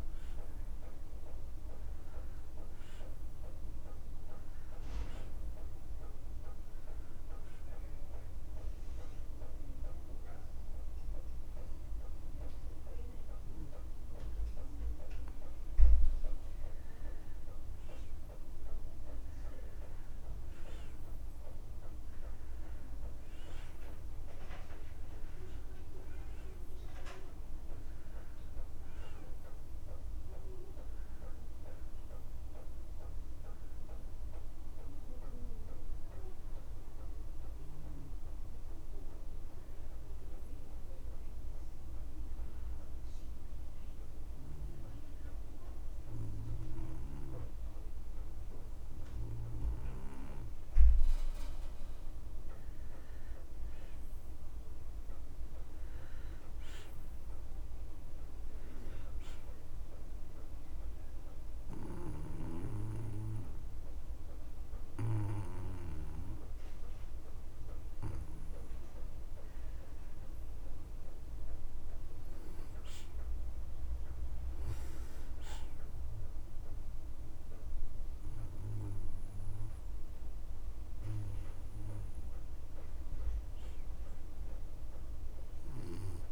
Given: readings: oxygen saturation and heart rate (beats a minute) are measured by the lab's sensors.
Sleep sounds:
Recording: breathing in sleep by a room microphone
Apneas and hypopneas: 3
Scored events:
0.00-2.50 s: arousal
8.50-18.50 s: hypopnea (oxygen 96% before, 90% lowest)
9.00-21.00 s: oxygen desaturation (device-marked, oxygen 95% before, 92% lowest)
23.00-27.00 s: arousal
33.00-49.00 s: hypopnea (oxygen 95% before, 89% lowest)
53.00-55.50 s: arousal
60.50-71.00 s: obstructive apnea (oxygen 95% before, 88% lowest)
62.00-77.00 s: oxygen desaturation (device-marked, oxygen 95% before, 90% lowest)
74.00-77.50 s: arousal
85.00-86.32 s: oxygen desaturation (device-marked, oxygen 93% before, 89% lowest)
From the record:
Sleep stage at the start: N2 (light sleep)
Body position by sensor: on the back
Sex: male

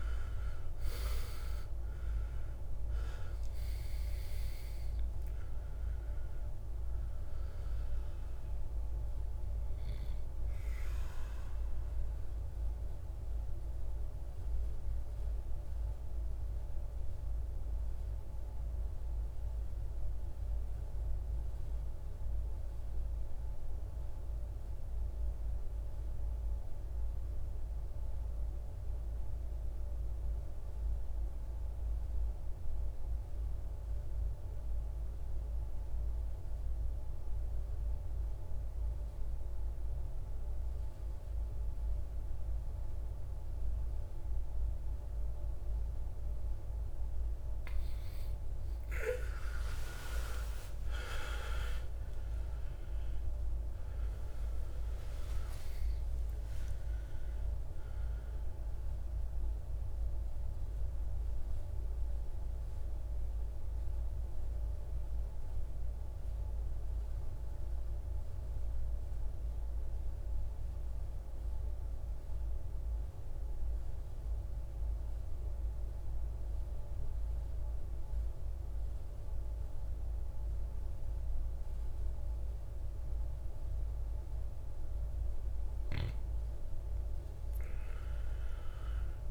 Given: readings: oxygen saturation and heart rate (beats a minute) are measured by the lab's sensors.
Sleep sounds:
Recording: breathing in sleep, hard to hear, by a room microphone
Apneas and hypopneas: 2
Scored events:
0.00-2.00 s: arousal
0.00-23.00 s: oxygen desaturation (device-marked, oxygen 88% lowest, heart rate 57 extreme)
11.50-46.50 s: obstructive apnea (oxygen 98% before, 84% lowest, heart rate 71 before, 57 extreme, up 27 after)
41.00-76.00 s: oxygen desaturation (device-marked, oxygen 99% before, 84% lowest, heart rate 62 before, 58 extreme)
48.50-53.50 s: arousal
60.50-84.50 s: mixed apnea (oxygen 99% before, 84% lowest, heart rate 74 before, 58 extreme, up 14 after)
87.00-89.31 s: arousal
From the record:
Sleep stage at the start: N2 (light sleep)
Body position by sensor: on the right side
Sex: male

